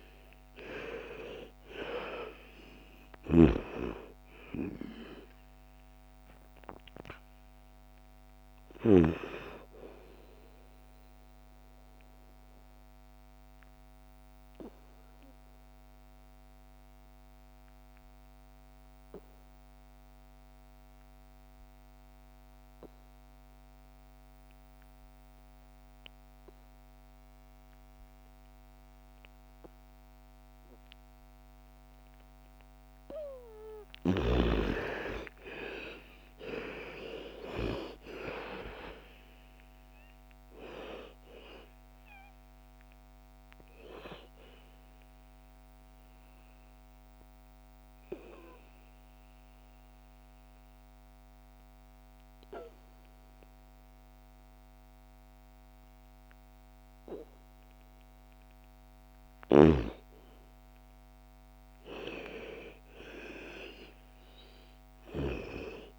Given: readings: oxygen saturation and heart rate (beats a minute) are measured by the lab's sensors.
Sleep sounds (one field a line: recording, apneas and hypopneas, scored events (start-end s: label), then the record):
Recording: breathing in sleep by a microphone on the trachea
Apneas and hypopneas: 2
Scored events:
0.00-2.50 s: arousal
0.00-18.00 s: oxygen desaturation (device-marked, oxygen 98% before, 82% lowest, heart rate 58 before, 54 extreme)
11.50-31.50 s: obstructive apnea (oxygen 98% before, 78% lowest, heart rate 65 before, 54 extreme, up 14 after)
31.00-52.00 s: oxygen desaturation (device-marked, oxygen 98% before, 78% lowest, heart rate 57 before, 56 extreme)
34.50-39.50 s: arousal
45.00-59.00 s: obstructive apnea (oxygen 98% before, 78% lowest, heart rate 62 before, 56 extreme, up 11 after)
62.50-65.99 s: arousal
From the record:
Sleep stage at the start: N2 (light sleep)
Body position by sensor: on the back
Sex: female